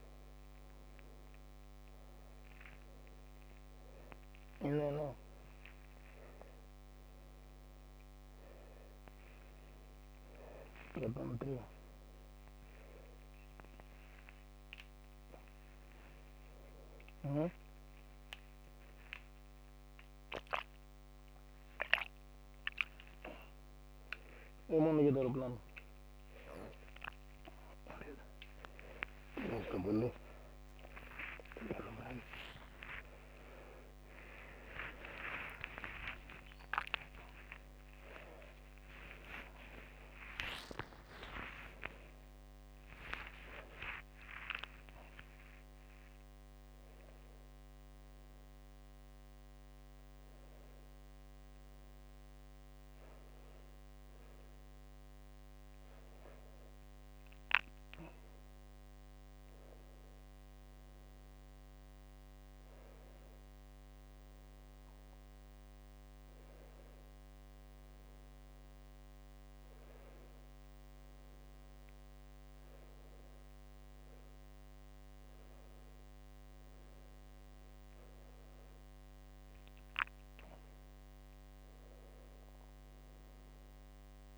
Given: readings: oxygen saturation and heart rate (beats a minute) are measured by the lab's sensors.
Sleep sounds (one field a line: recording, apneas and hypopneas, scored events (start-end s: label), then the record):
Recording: a person partly awake in a sleep study, by a microphone on the trachea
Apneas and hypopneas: none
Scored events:
11.00-17.50 s: snoring (device-marked)
34.00-84.38 s: new sleep stage, N1 (lightest sleep)
From the record:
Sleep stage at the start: awake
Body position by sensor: on the back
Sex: male